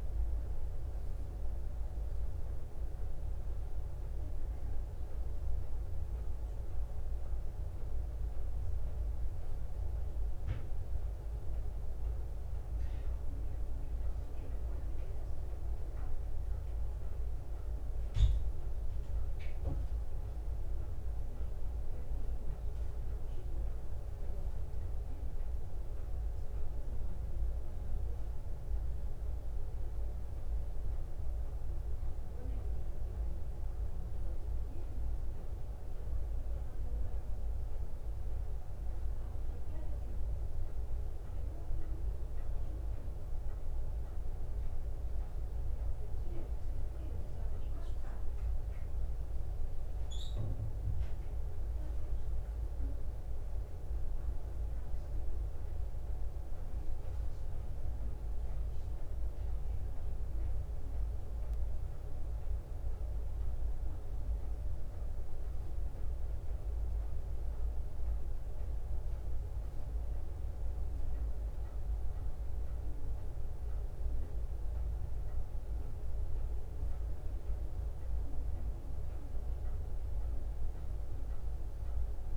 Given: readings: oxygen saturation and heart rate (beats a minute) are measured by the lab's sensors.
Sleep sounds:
breathing in sleep, hard to hear, by a room microphone; none
none scored
From the record:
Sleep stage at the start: N2 (light sleep); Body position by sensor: on the back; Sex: female

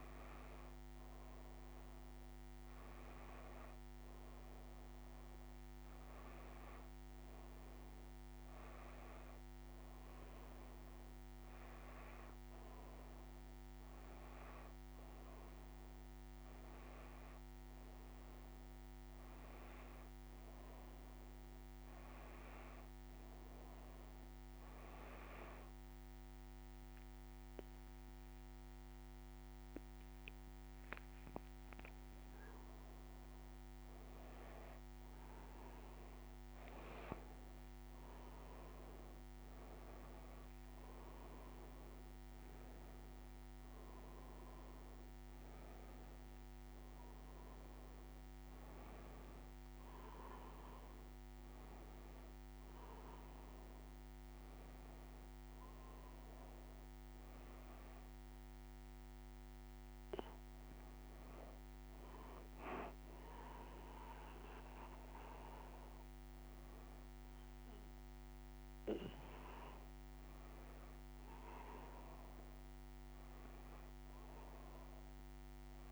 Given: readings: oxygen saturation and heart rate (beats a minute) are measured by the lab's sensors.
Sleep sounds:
breathing in sleep by a microphone on the trachea; none
none scored
From the record:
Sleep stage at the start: N2 (light sleep); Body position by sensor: on the back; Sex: female

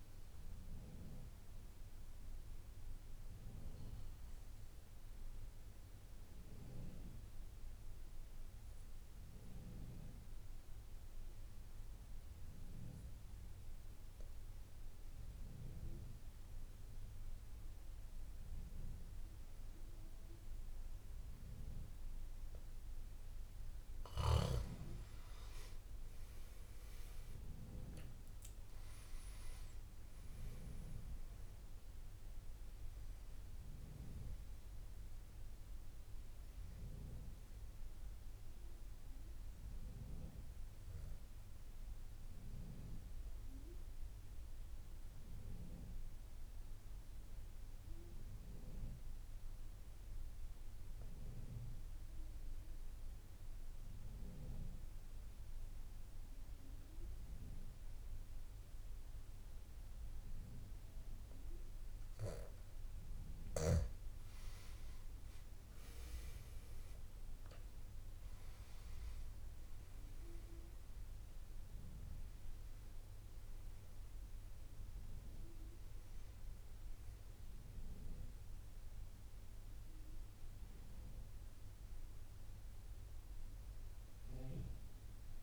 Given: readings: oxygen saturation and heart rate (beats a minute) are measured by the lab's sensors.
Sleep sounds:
breathing in sleep by a room microphone; 2
0.00-5.50 s: oxygen desaturation (device-marked, oxygen 91% lowest, heart rate 51 extreme)
3.00-25.00 s: obstructive apnea (oxygen 97% before, 88% lowest, heart rate 53 before, 51 extreme, up 13 after)
26.50-57.50 s: oxygen desaturation (device-marked, oxygen 97% before, 88% lowest, heart rate 53 before, 51 extreme)
41.00-62.50 s: obstructive apnea (oxygen 97% before, 88% lowest, heart rate 58 before, 50 extreme, up 13 after)
67.50-85.43 s: oxygen desaturation (device-marked, oxygen 98% before, 90% lowest, heart rate 53 before, 50 extreme)
79.50-85.43 s: new sleep stage, N1 (lightest sleep)
From the record:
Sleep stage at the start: N2 (light sleep); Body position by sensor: on the back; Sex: male

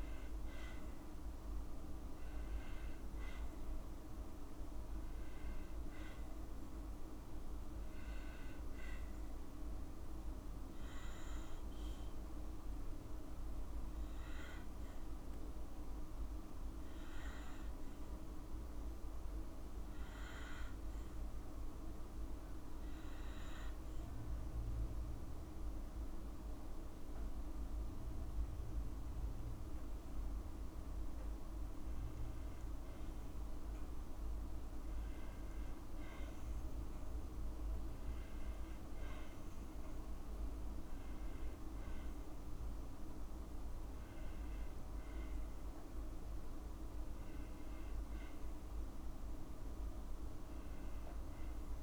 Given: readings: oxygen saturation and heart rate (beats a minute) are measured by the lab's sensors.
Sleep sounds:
breathing in sleep, hard to hear, by a room microphone; none
none scored
From the record:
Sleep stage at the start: N2 (light sleep); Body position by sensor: on the back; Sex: female

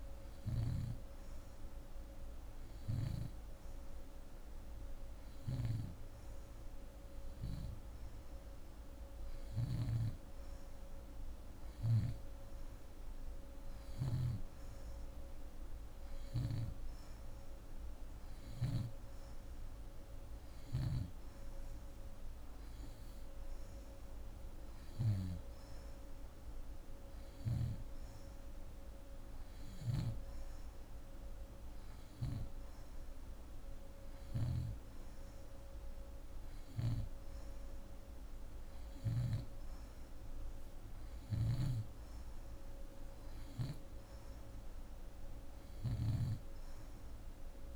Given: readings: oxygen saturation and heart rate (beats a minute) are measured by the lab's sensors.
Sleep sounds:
breathing in sleep by a room microphone; none
none scored
From the record:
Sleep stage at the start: N2 (light sleep); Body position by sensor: on the back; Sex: female

